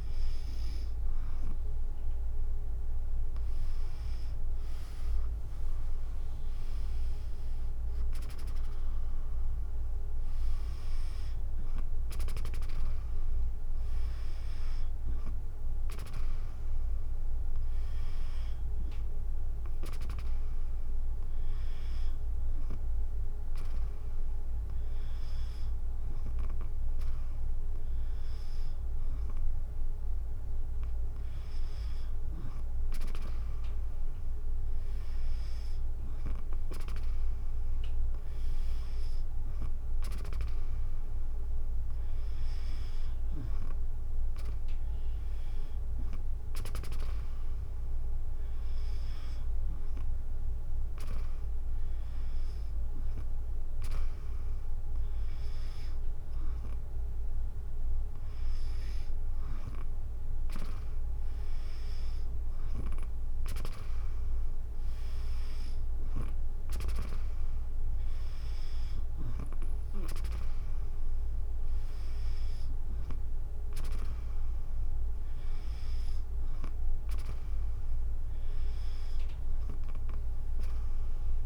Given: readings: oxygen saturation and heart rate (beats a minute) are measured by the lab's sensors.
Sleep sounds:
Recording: breathing in sleep by a room microphone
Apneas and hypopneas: none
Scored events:
3.00-15.00 s: drop in pulse transit time (device-marked, heart rate 58 before, 55 extreme)
From the record:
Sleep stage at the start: N2 (light sleep)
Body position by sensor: on the back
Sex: female

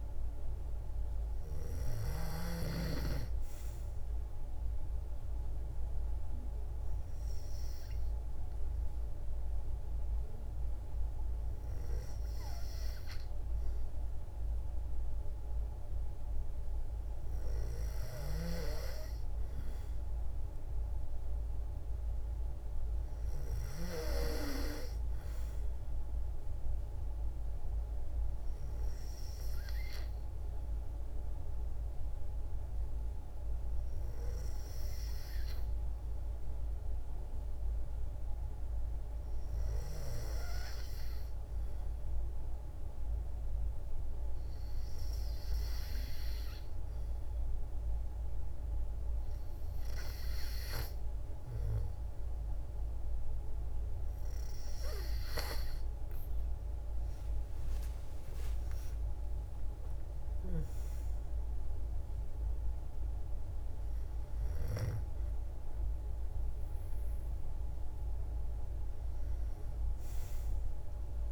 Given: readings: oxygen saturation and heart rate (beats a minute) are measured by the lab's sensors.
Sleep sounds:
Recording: breathing in sleep by a room microphone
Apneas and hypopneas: none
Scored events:
56.00-60.50 s: arousal
From the record:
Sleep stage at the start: N2 (light sleep)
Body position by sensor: on the back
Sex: female

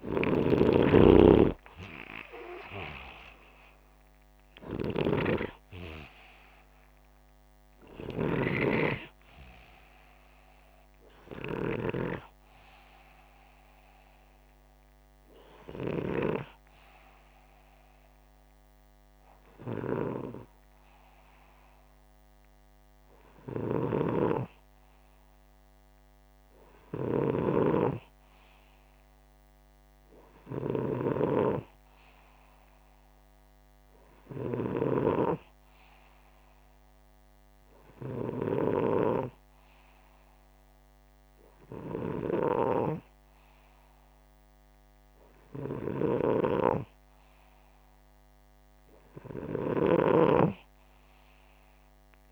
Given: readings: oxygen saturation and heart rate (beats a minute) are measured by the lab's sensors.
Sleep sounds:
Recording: breathing in sleep by a microphone on the trachea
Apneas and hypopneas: none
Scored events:
48.00-52.32 s: oxygen desaturation (device-marked, oxygen 98% before, 94% lowest, heart rate 64 before, 63 extreme)
49.00-52.32 s: snoring (device-marked)
From the record:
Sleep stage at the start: N2 (light sleep)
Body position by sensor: upright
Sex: male

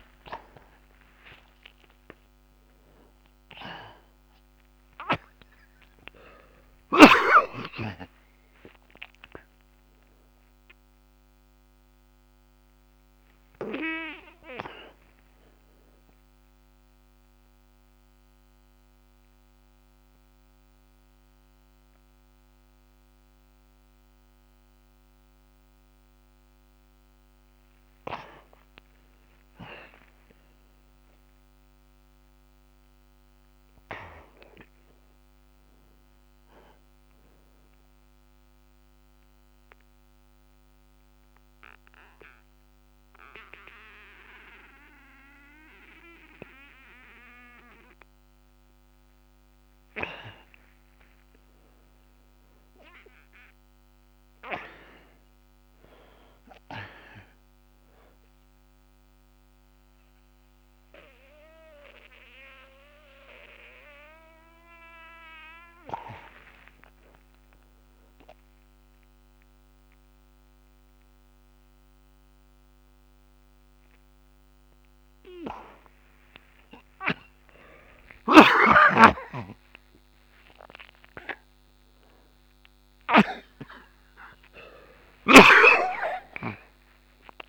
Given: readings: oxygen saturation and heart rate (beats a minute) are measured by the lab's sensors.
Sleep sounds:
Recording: a person partly awake in a sleep study, by a microphone on the trachea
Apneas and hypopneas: 2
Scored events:
0.00-3.00 s: oxygen desaturation (device-marked, oxygen 88% lowest, heart rate 27 extreme)
12.00-87.49 s: new sleep stage, N2 (light sleep)
16.50-28.00 s: central apnea (oxygen 97% before, 83% lowest, heart rate 84 before, 27 extreme)
29.50-33.00 s: arousal
38.00-59.00 s: oxygen desaturation (device-marked, oxygen 97% before, 88% lowest)
39.00-50.00 s: central apnea (oxygen 97% before, 83% lowest)
52.50-56.50 s: arousal
61.00-81.00 s: oxygen desaturation (device-marked, oxygen 92% before, 83% lowest)
82.50-87.49 s: arousal
From the record:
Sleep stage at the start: awake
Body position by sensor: on the back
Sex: male

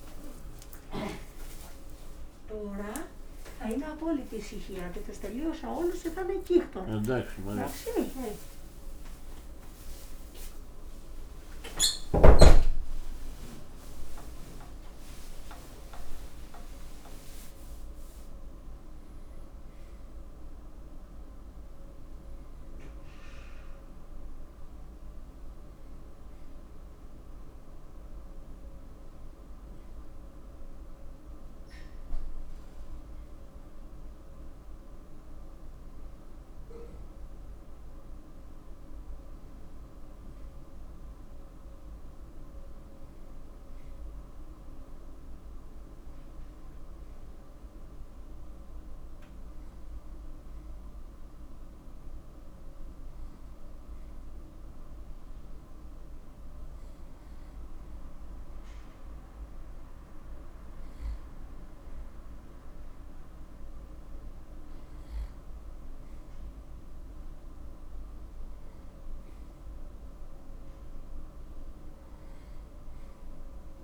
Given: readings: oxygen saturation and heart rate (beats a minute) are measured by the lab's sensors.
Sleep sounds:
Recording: a person partly awake in a sleep study, by a room microphone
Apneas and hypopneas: none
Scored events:
32.50-73.84 s: new sleep stage, N1 (lightest sleep)
From the record:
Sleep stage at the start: awake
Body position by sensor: on the right side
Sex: male

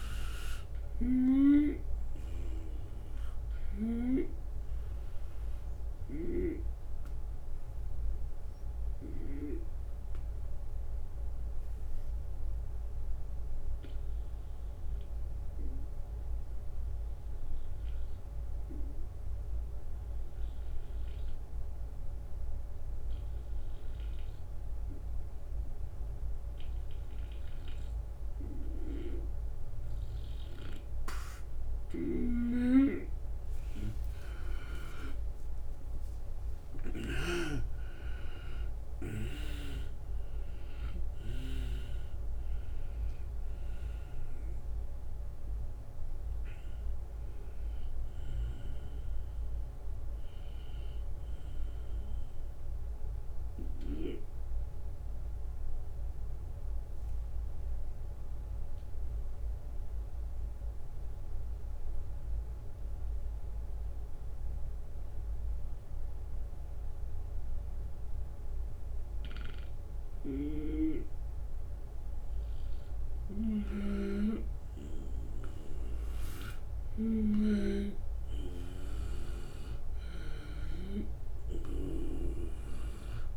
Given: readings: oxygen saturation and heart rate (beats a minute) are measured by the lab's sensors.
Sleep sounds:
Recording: breathing in sleep by a room microphone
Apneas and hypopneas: 2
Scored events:
0.00-2.50 s: drop in pulse transit time (device-marked, heart rate 79 extreme)
0.00-9.00 s: snoring (device-marked)
5.00-31.00 s: obstructive apnea (oxygen 97% before, 90% lowest, heart rate 79 before, 76 extreme, up 9 after)
27.00-30.50 s: snoring (device-marked)
28.50-48.50 s: oxygen desaturation (device-marked, oxygen 97% before, 90% lowest, heart rate 77 before, 74 extreme)
33.00-38.50 s: arousal
35.50-50.50 s: drop in pulse transit time (device-marked, heart rate 78 before, 82 extreme)
54.00-72.50 s: obstructive apnea (oxygen 96% before, 90% lowest, heart rate 83 before, 74 extreme, up 3 after)
73.00-78.00 s: arousal
76.50-83.37 s: oxygen desaturation (device-marked, oxygen 98% before, 93% lowest, heart rate 76 before, 74 extreme)
From the record:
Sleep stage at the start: N2 (light sleep)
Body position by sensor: on the right side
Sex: male

